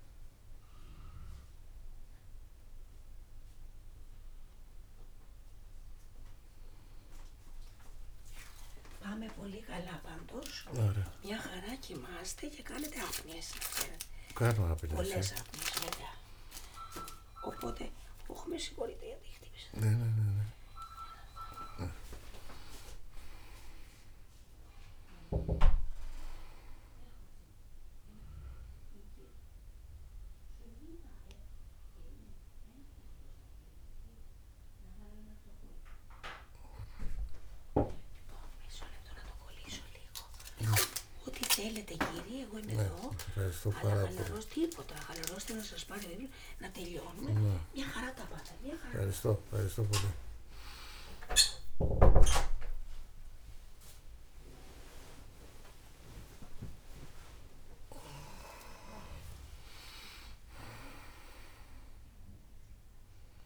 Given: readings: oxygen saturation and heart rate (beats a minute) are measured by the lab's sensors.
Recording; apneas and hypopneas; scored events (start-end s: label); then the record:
a person awake in a sleep study, by a room microphone; none
none scored
From the record:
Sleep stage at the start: awake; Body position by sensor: on the back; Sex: male